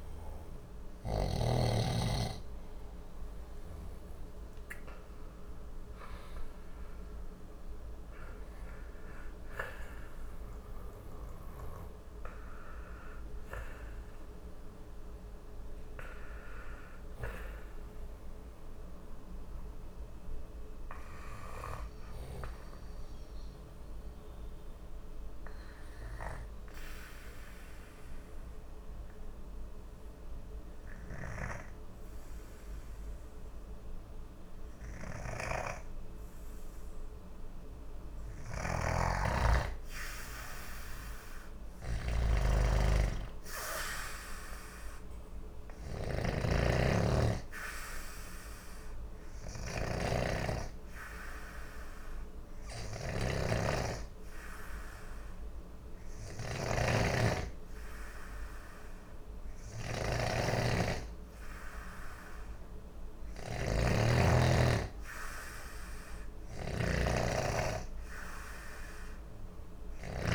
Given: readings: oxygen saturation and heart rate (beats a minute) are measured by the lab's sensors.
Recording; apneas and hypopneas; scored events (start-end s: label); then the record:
breathing in sleep by a room microphone; 2
0.00-4.00 s: snoring (device-marked)
3.00-8.50 s: arousal
22.50-37.00 s: obstructive apnea (oxygen 97% before, 93% lowest, heart rate 67 before, 60 extreme, up 0 after)
38.00-70.34 s: snoring (device-marked)
38.50-42.50 s: arousal
46.50-60.50 s: obstructive apnea (oxygen 97% before, 92% lowest, heart rate 60 before, 59 extreme, up 1 after)
49.00-70.00 s: oxygen desaturation (device-marked, oxygen 97% before, 93% lowest, heart rate 60 before, 59 extreme)
64.00-70.00 s: arousal
From the record:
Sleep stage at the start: N2 (light sleep); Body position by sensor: on the back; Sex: male